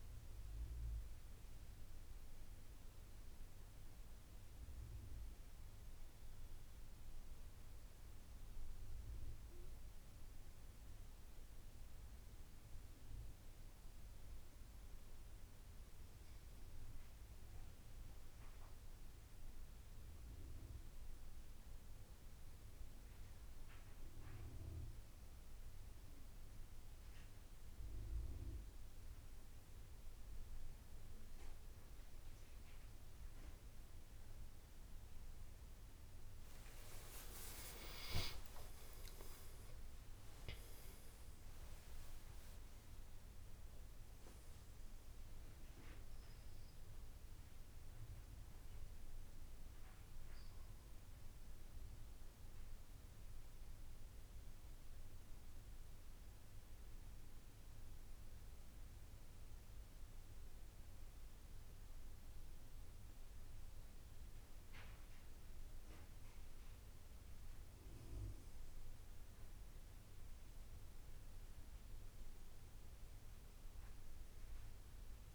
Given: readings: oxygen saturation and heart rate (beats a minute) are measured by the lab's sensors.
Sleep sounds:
breathing in sleep, hard to hear, by a room microphone; 2
0.00-13.50 s: oxygen desaturation (device-marked, oxygen 92% lowest, heart rate 79 extreme)
8.50-20.50 s: hypopnea (oxygen 97% before, 89% lowest, heart rate 82 before, 79 extreme, up 4 after)
20.50-50.50 s: new sleep stage, N1 (lightest sleep)
37.50-41.50 s: arousal
50.50-75.35 s: new sleep stage, N2 (light sleep)
55.00-65.50 s: central apnea (oxygen 93% before, 90% lowest, heart rate 89 before, 71 extreme, up 15 after)
67.50-71.00 s: arousal
From the record:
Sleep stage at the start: N2 (light sleep); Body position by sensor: on the back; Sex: male

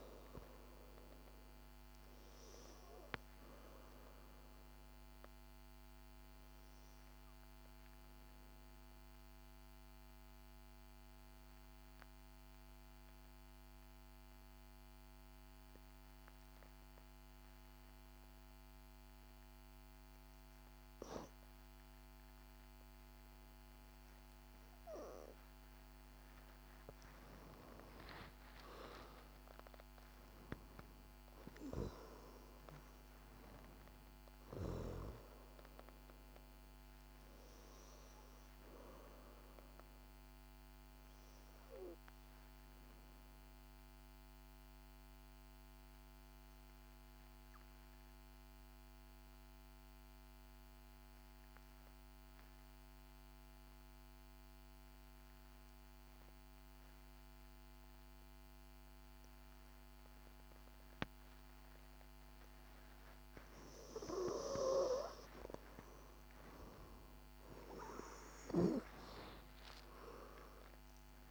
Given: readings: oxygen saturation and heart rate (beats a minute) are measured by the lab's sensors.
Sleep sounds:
breathing in sleep by a microphone on the trachea; 2
0.00-21.50 s: oxygen desaturation (device-marked, oxygen 88% lowest, heart rate 54 extreme)
7.50-22.00 s: obstructive apnea (oxygen 96% before, 88% lowest, heart rate 62 before, 55 extreme, up 9 after)
26.50-31.50 s: arousal
44.00-62.50 s: obstructive apnea (oxygen 98% before, 90% lowest, heart rate 63 before, 51 extreme, up 14 after)
49.50-64.50 s: oxygen desaturation (device-marked, oxygen 95% before, 92% lowest, heart rate 62 before, 52 extreme)
66.50-71.00 s: arousal
From the record:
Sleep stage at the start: N2 (light sleep); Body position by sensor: on the back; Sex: female

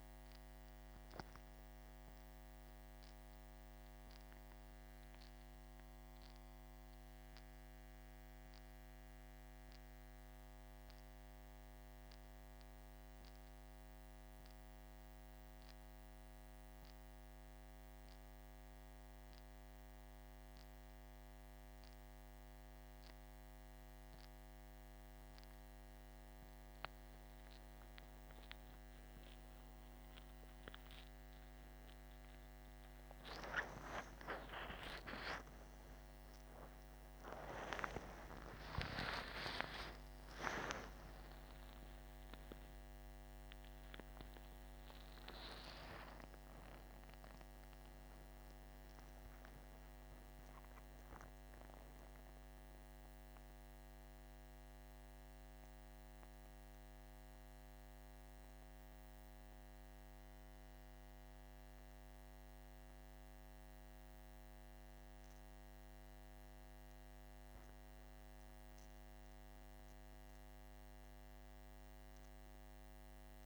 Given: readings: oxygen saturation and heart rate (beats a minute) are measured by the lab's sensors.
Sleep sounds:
a person partly awake in a sleep study, by a microphone on the trachea; none
24.50-54.50 s: new sleep stage, awake
37.50-46.50 s: tachycardia (device-marked, heart rate 56 before, 160 extreme)
54.50-73.46 s: new sleep stage, N1 (lightest sleep)
From the record:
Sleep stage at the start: N1 (lightest sleep); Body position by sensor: on the back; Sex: male

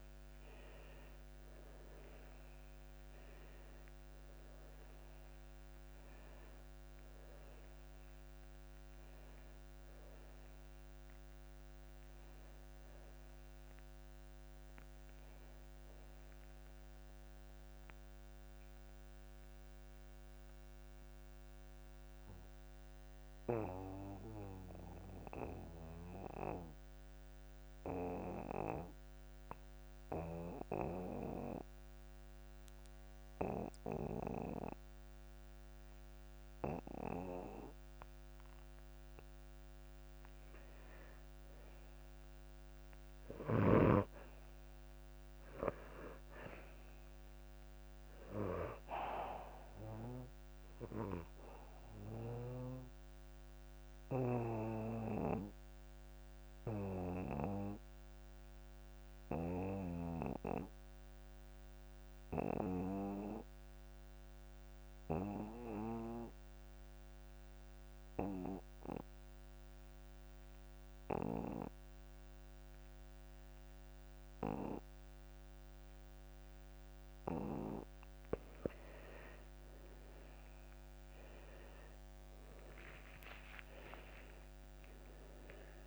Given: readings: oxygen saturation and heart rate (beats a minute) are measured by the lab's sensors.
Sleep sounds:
breathing in sleep by a microphone on the trachea; 2
0.00-1.00 s: arousal
0.00-35.00 s: oxygen desaturation (device-marked, oxygen 80% lowest)
18.00-39.00 s: obstructive apnea (oxygen 95% before, 80% lowest)
42.00-45.50 s: arousal
48.00-67.00 s: oxygen desaturation (device-marked, oxygen 99% before, 87% lowest)
53.50-78.00 s: obstructive apnea (oxygen 99% before, 80% lowest)
75.00-85.87 s: oxygen desaturation (device-marked, oxygen 95% before, 80% lowest)
80.50-84.00 s: arousal
From the record:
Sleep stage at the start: N2 (light sleep); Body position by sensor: on the back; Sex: male

